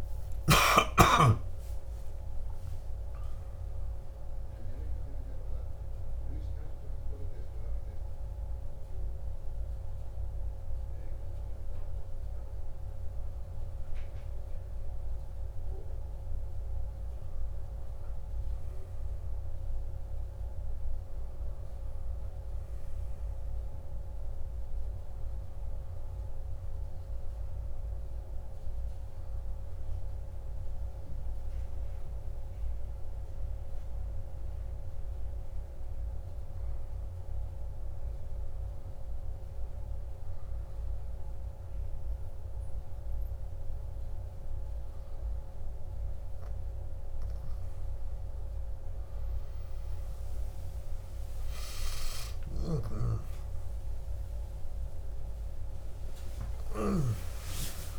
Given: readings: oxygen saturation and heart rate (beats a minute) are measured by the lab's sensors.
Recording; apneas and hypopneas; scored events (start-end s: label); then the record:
breathing in sleep by a room microphone; 1
0.00-4.50 s: arousal
30.50-47.00 s: hypopnea (oxygen 99% before, 97% lowest, heart rate 56 before, 53 extreme, up 14 after)
53.00-57.99 s: arousal
From the record:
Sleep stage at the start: N1 (lightest sleep); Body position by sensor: on the back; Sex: male